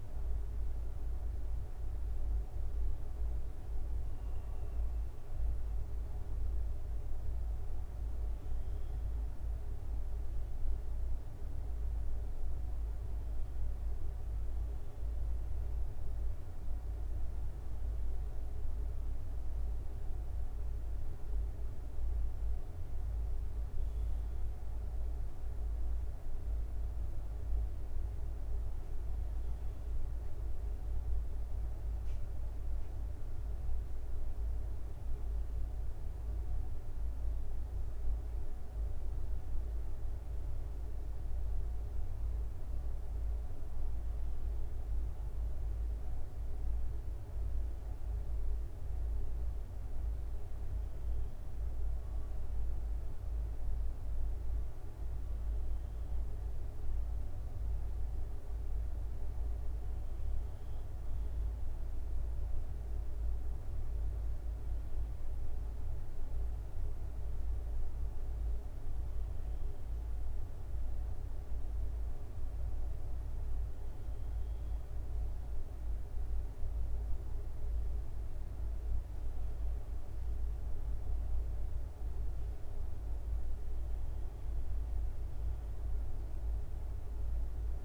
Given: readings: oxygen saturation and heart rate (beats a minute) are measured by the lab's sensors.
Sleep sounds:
a person partly awake in a sleep study, hard to hear, by a room microphone; none
9.00-87.85 s: new sleep stage, N2 (light sleep)
53.00-55.00 s: long interval between heartbeats (device-marked, heart rate 75 before, 75 extreme)
From the record:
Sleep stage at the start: awake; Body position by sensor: on the right side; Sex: male

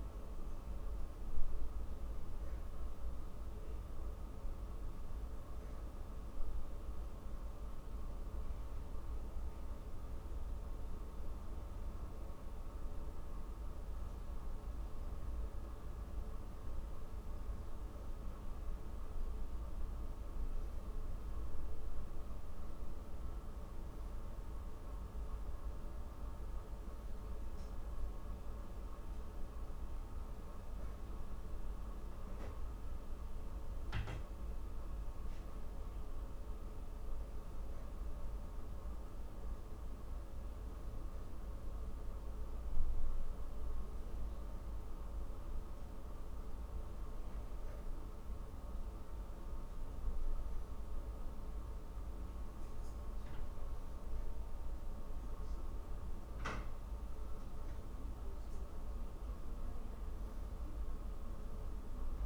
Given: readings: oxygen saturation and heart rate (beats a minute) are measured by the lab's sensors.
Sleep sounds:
breathing in sleep, hard to hear, by a room microphone; none
none scored
From the record:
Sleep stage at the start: N3 (deep sleep); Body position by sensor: on the back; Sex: female

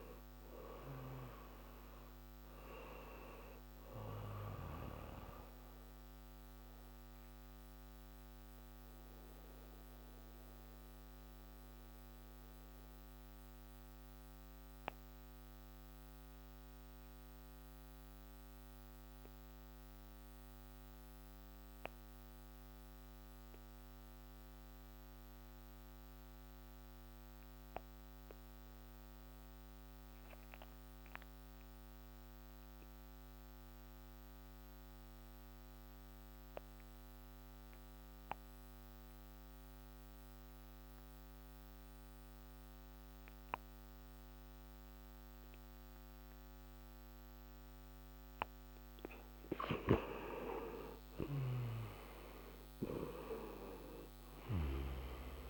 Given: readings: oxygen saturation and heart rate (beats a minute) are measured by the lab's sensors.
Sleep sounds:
breathing in sleep by a microphone on the trachea; 1
0.00-29.50 s: oxygen desaturation (device-marked, oxygen 82% lowest)
5.00-45.50 s: hypopnea (oxygen 97% before, 82% lowest)
48.50-55.50 s: oxygen desaturation (device-marked, oxygen 97% before, 85% lowest)
49.00-54.00 s: arousal
From the record:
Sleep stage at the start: N2 (light sleep); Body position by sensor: on the back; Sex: male

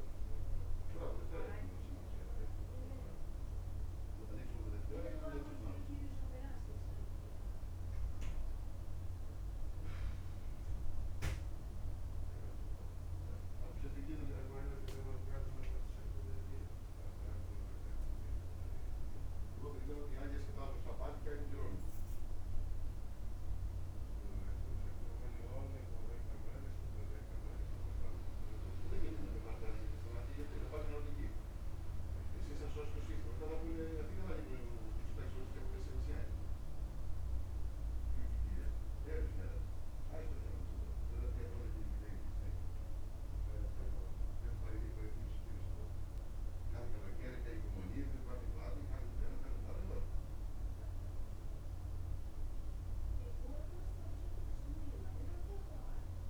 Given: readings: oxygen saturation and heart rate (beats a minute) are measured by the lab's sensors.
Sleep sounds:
breathing in sleep by a room microphone; none
none scored
From the record:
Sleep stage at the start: N2 (light sleep); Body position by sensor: on the back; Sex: male

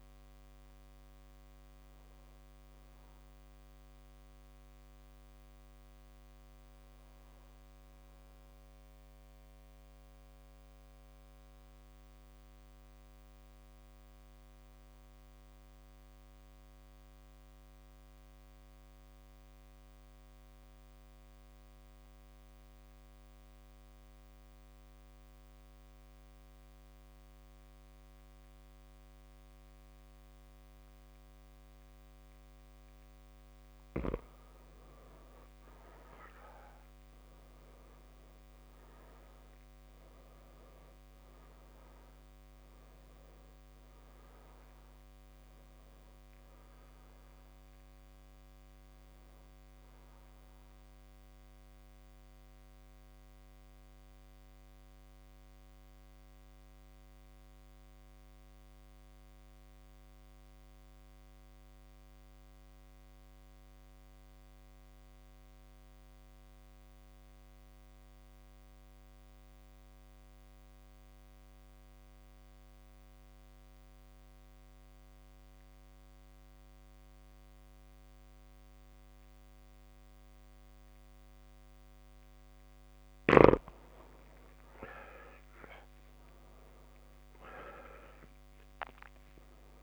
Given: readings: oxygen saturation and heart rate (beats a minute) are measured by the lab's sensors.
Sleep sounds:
breathing in sleep, hard to hear, by a microphone on the trachea; 2
0.00-20.00 s: oxygen desaturation (device-marked, oxygen 90% lowest)
13.00-15.00 s: long interval between heartbeats (device-marked)
15.50-32.00 s: mixed apnea (oxygen 97% before, 91% lowest)
35.50-40.00 s: arousal
36.00-38.00 s: long interval between heartbeats (device-marked)
46.00-72.00 s: oxygen desaturation (device-marked, oxygen 99% before, 91% lowest)
51.50-82.50 s: mixed apnea (oxygen 100% before, 90% lowest)
85.00-89.00 s: arousal
From the record:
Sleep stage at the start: N2 (light sleep); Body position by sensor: on the back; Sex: male

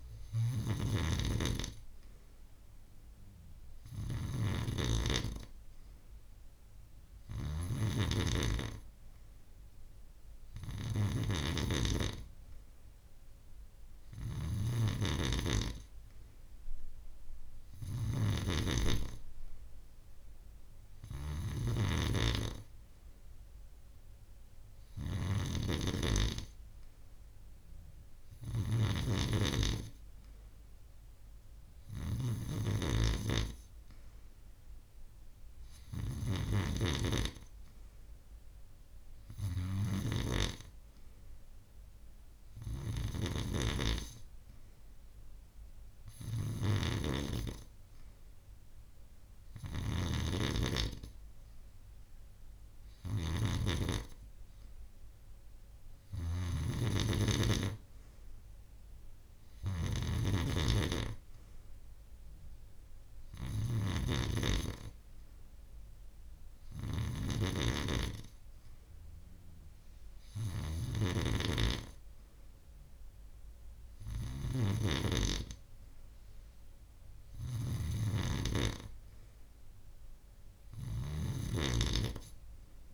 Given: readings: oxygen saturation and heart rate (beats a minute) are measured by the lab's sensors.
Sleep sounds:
breathing in sleep by a room microphone; none
none scored
From the record:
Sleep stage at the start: N3 (deep sleep); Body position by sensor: on the back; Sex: female

